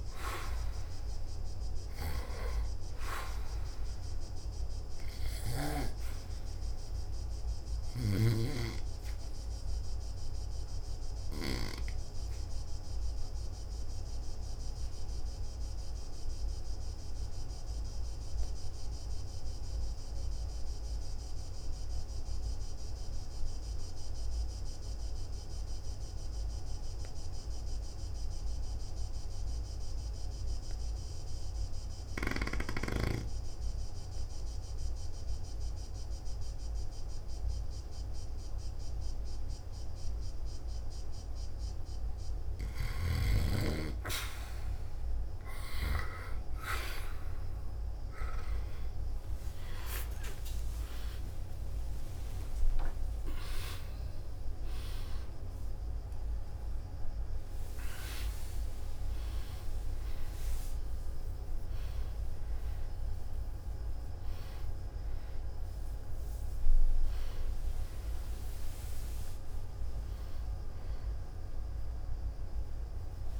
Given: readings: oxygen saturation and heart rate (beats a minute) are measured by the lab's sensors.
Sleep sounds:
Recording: breathing in sleep by a room microphone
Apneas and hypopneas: 1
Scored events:
0.00-1.00 s: arousal
5.00-8.50 s: snoring (device-marked)
11.00-43.00 s: obstructive apnea (oxygen 97% before, 90% lowest, heart rate 53 before, 44 extreme, up 17 after)
27.00-38.00 s: oxygen desaturation (device-marked, oxygen 96% before, 92% lowest, heart rate 54 before, 44 extreme)
46.50-51.00 s: arousal
51.00-57.00 s: oxygen desaturation (device-marked, oxygen 97% before, 94% lowest, heart rate 49 before, 62 extreme)
56.00-73.40 s: new sleep stage, N1 (lightest sleep)
From the record:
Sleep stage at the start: N2 (light sleep)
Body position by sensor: on the back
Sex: male

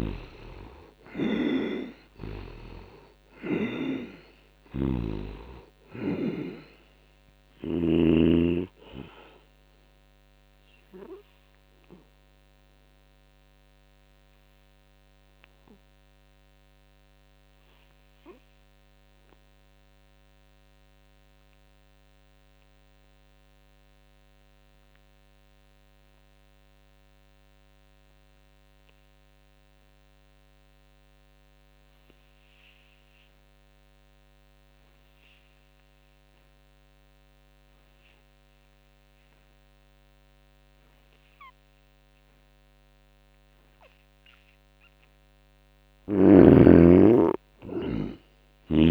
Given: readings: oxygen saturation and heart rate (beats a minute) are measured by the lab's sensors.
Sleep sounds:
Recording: breathing in sleep by a microphone on the trachea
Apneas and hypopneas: 1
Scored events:
0.00-1.00 s: arousal
0.00-7.50 s: snoring (device-marked)
0.00-18.50 s: oxygen desaturation (device-marked, oxygen 68% lowest, heart rate 60 extreme)
9.50-44.00 s: obstructive apnea (oxygen 97% before, 68% lowest, heart rate 71 before, 65 extreme, up 4 after)
34.50-48.91 s: oxygen desaturation (device-marked, oxygen 98% before, 71% lowest, heart rate 77 before, 65 extreme)
44.50-48.00 s: arousal
From the record:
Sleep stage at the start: N2 (light sleep)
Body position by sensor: on the back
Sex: male

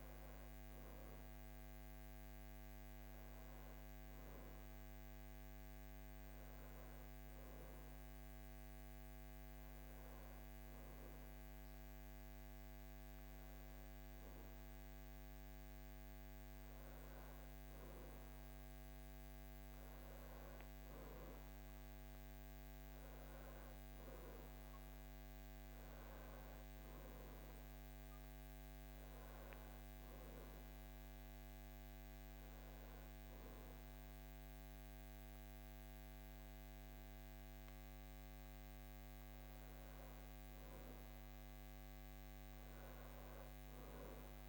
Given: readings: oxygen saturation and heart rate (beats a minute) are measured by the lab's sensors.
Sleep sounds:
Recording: breathing in sleep, hard to hear, by a microphone on the trachea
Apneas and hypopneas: none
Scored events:
20.00-44.49 s: new sleep stage, N2 (light sleep)
From the record:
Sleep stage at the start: N1 (lightest sleep)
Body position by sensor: on the back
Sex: male

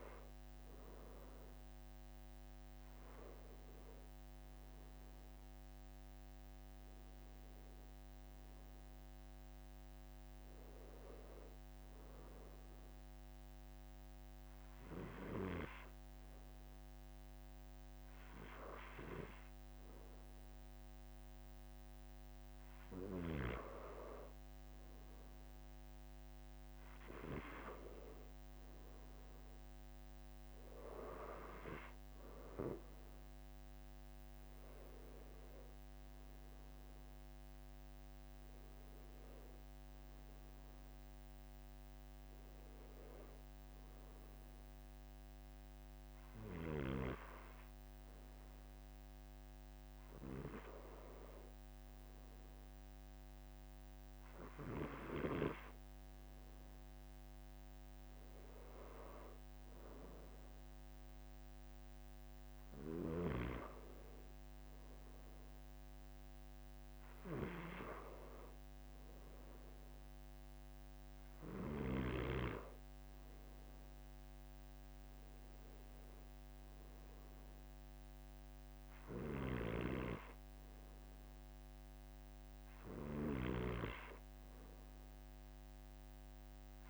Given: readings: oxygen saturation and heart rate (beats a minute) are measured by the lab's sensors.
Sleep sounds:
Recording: breathing in sleep by a microphone on the trachea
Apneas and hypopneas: none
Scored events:
6.00-8.00 s: long interval between heartbeats (device-marked, heart rate 48 before, 57 extreme)
22.50-24.50 s: long interval between heartbeats (device-marked, heart rate 50 before, 56 extreme)
76.00-78.00 s: long interval between heartbeats (device-marked, heart rate 48 before, 56 extreme)
From the record:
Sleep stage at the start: N2 (light sleep)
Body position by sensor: on the back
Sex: male

